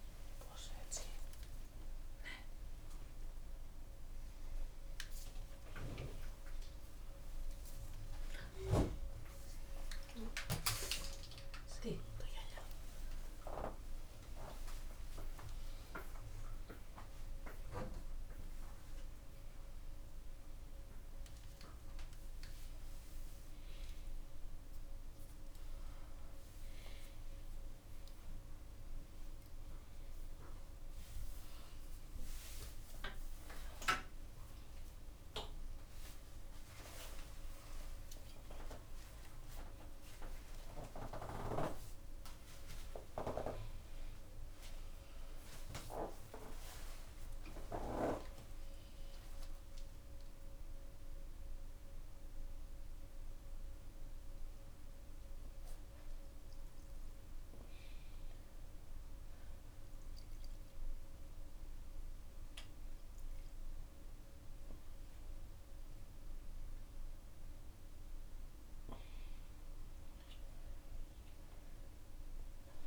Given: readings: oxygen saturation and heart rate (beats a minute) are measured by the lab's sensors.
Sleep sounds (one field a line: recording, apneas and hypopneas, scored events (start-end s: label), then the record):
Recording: a person awake in a sleep study, by a room microphone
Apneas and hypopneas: none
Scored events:
0.00-2.00 s: long interval between heartbeats (device-marked, heart rate 93 before, 166 extreme)
3.00-5.00 s: long interval between heartbeats (device-marked, heart rate 107 before, 116 extreme)
13.00-15.00 s: long interval between heartbeats (device-marked, heart rate 115 before, 115 extreme)
22.00-24.00 s: long interval between heartbeats (device-marked, heart rate 102 before, 87 extreme)
24.00-26.00 s: long interval between heartbeats (device-marked, heart rate 97 before, 109 extreme)
26.50-28.50 s: long interval between heartbeats (device-marked, heart rate 99 before, 141 extreme)
39.00-41.00 s: long interval between heartbeats (device-marked, heart rate 109 before, 100 extreme)
41.00-43.00 s: long interval between heartbeats (device-marked, heart rate 110 before, 106 extreme)
44.50-46.50 s: long interval between heartbeats (device-marked, heart rate 115 before, 135 extreme)
46.50-48.50 s: long interval between heartbeats (device-marked, heart rate 116 before, 146 extreme)
48.50-50.50 s: long interval between heartbeats (device-marked, heart rate 118 before, 146 extreme)
65.00-67.00 s: long interval between heartbeats (device-marked, heart rate 112 before, 94 extreme)
71.00-72.87 s: long interval between heartbeats (device-marked, heart rate 96 before, 107 extreme)
From the record:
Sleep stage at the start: awake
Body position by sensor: upright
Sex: female